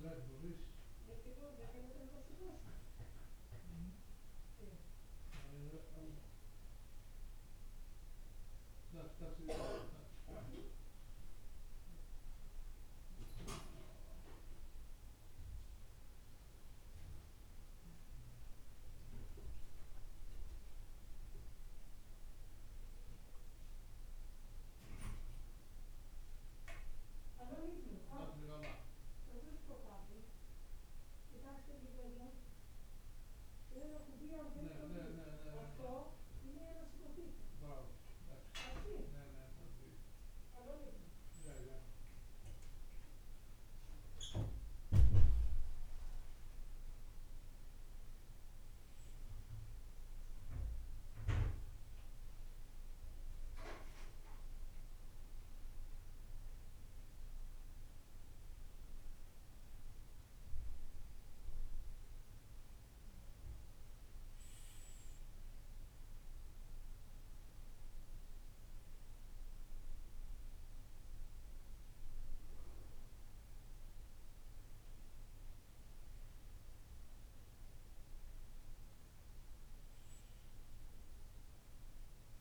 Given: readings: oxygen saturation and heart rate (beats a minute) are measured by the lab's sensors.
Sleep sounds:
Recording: breathing in sleep by a room microphone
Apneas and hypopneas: none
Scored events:
none scored
From the record:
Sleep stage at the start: N2 (light sleep)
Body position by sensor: on the right side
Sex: male

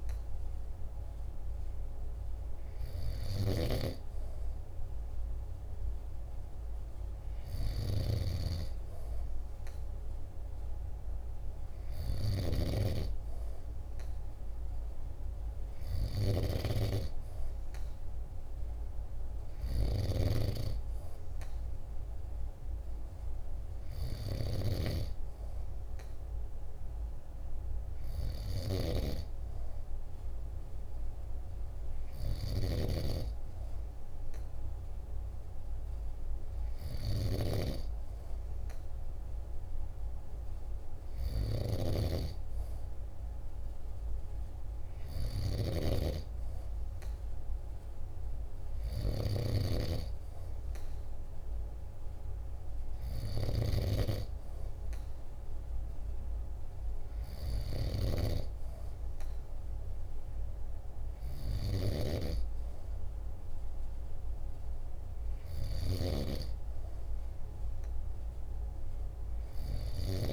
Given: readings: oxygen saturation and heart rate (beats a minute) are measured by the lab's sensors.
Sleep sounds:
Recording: breathing in sleep by a room microphone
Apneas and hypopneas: none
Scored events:
2.50-12.00 s: snoring (device-marked)
31.50-36.50 s: snoring (device-marked)
44.50-65.50 s: snoring (device-marked)
From the record:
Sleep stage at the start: N2 (light sleep)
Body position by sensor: on the back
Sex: male

